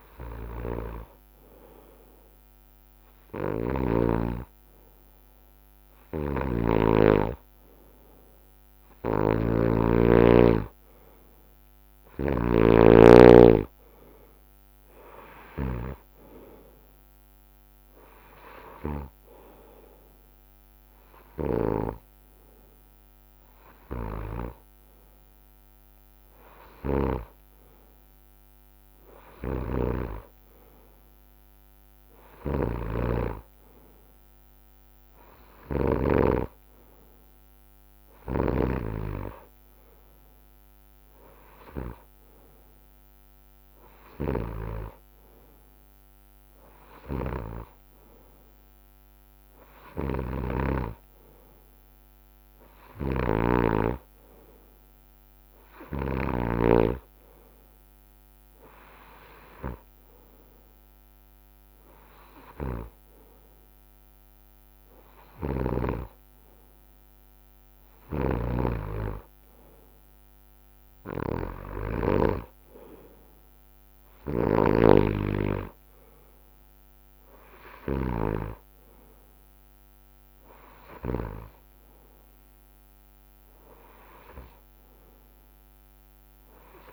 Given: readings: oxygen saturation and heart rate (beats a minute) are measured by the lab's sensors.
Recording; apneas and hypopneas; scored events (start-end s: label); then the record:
breathing in sleep by a microphone on the trachea; none
9.00-12.50 s: snoring (device-marked)
15.50-19.50 s: arousal
16.50-35.50 s: oxygen desaturation (device-marked, oxygen 95% before, 92% lowest, heart rate 68 before, 62 extreme)
From the record:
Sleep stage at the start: N2 (light sleep); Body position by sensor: on the right side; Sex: male